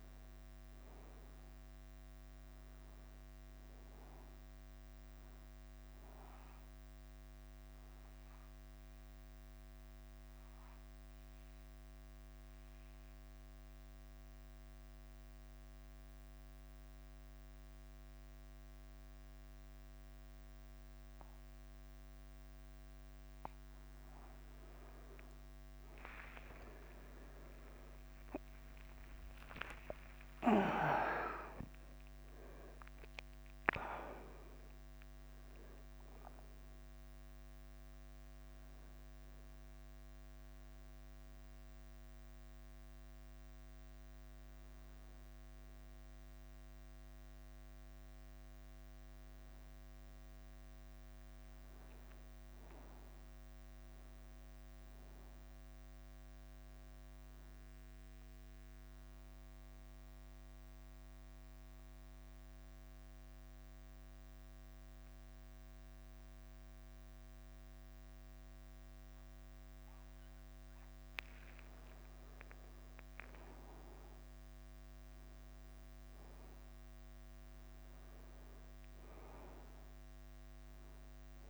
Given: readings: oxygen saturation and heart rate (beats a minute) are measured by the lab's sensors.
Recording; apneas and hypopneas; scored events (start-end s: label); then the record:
breathing in sleep by a microphone on the trachea; 2
0.00-26.00 s: bradycardia (device-marked, heart rate 46 extreme)
8.00-24.00 s: obstructive apnea (oxygen 99% before, 93% lowest, heart rate 51 before, 49 extreme, up 20 after)
26.50-30.00 s: arousal
29.00-31.00 s: long interval between heartbeats (device-marked, heart rate 51 before, 69 extreme)
34.00-42.00 s: oxygen desaturation (device-marked, oxygen 98% before, 94% lowest, heart rate 56 before, 49 extreme)
36.50-38.50 s: long interval between heartbeats (device-marked, heart rate 58 before, 71 extreme)
39.00-81.50 s: bradycardia (device-marked, heart rate 54 before, 49 extreme)
53.50-57.00 s: arousal
60.00-71.00 s: obstructive apnea (oxygen 97% before, 93% lowest, heart rate 55 before, 49 extreme, up 1 after)
64.00-81.50 s: new sleep stage, N2 (light sleep)
72.00-77.00 s: arousal
From the record:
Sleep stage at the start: N1 (lightest sleep); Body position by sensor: on the back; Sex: male